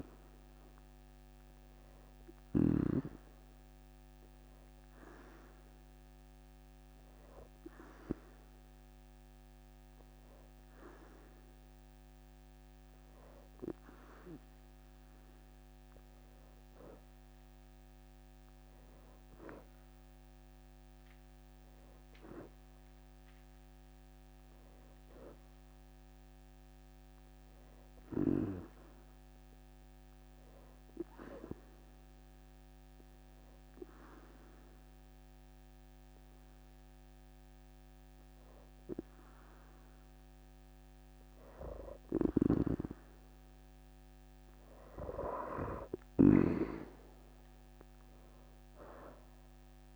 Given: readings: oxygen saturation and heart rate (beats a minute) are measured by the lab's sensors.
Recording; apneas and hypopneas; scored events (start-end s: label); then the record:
breathing in sleep by a microphone on the trachea; 2
0.00-2.50 s: snoring (device-marked)
0.50-3.00 s: arousal
5.00-15.50 s: hypopnea (oxygen 93% before, 85% lowest, heart rate 75 before, 72 extreme, up 11 after)
19.50-23.50 s: arousal
32.00-42.00 s: hypopnea (oxygen 91% before, 85% lowest, heart rate 79 before, 78 extreme, up 4 after)
42.00-46.00 s: snoring (device-marked)
46.50-49.95 s: arousal
47.50-49.95 s: oxygen desaturation (device-marked, oxygen 92% before, 85% lowest, heart rate 80 before, 77 extreme)
From the record:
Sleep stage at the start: N2 (light sleep); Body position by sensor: on the back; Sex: female